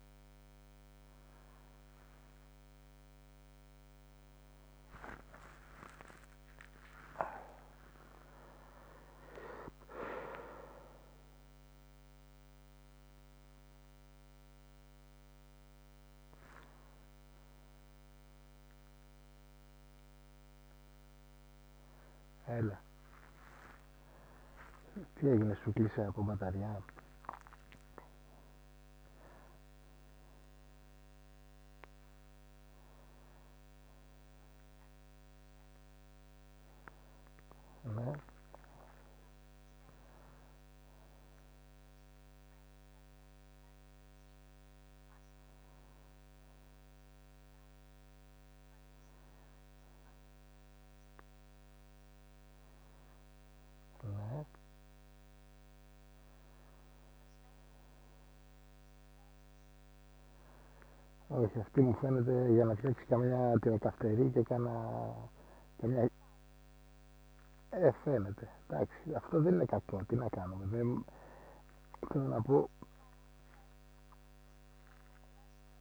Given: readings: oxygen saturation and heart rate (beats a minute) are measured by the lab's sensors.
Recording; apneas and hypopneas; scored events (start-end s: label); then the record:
a person partly awake in a sleep study, by a microphone on the trachea; none
24.00-75.81 s: new sleep stage, N2 (light sleep)
64.00-72.50 s: snoring (device-marked)
From the record:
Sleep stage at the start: awake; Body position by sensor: on the back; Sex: male